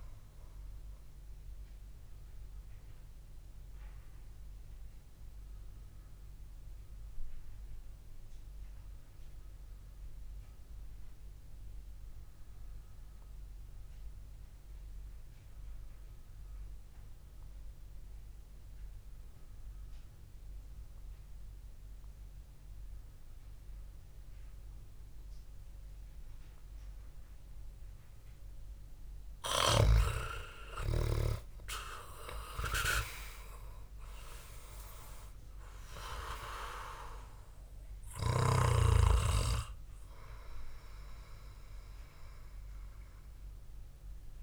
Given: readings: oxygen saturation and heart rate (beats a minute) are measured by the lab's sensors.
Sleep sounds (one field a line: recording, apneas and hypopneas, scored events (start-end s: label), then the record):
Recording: breathing in sleep by a room microphone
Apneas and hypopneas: 1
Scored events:
0.50-30.00 s: obstructive apnea (oxygen 98% before, 91% lowest, heart rate 59 before, 55 extreme, up 8 after)
31.00-35.50 s: arousal
31.00-44.42 s: oxygen desaturation (device-marked, oxygen 99% before, 94% lowest, heart rate 67 before, 60 extreme)
From the record:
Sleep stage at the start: N2 (light sleep)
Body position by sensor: on the back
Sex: male